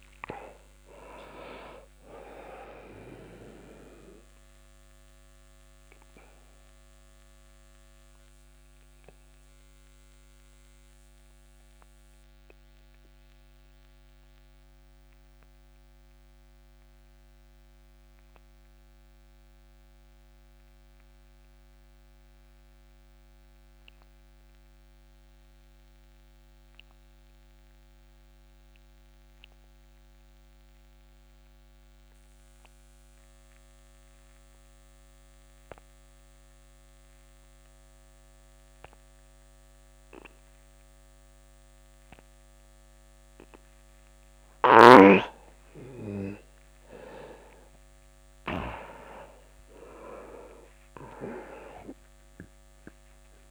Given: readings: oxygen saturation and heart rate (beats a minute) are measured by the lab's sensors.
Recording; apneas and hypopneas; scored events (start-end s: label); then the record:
breathing in sleep by a microphone on the trachea; 1
0.00-25.50 s: oxygen desaturation (device-marked, oxygen 82% lowest)
5.50-43.00 s: obstructive apnea (oxygen 97% before, 82% lowest)
40.50-53.50 s: oxygen desaturation (device-marked, oxygen 98% before, 85% lowest)
44.50-49.00 s: arousal
From the record:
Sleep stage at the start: REM sleep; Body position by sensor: on the back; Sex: male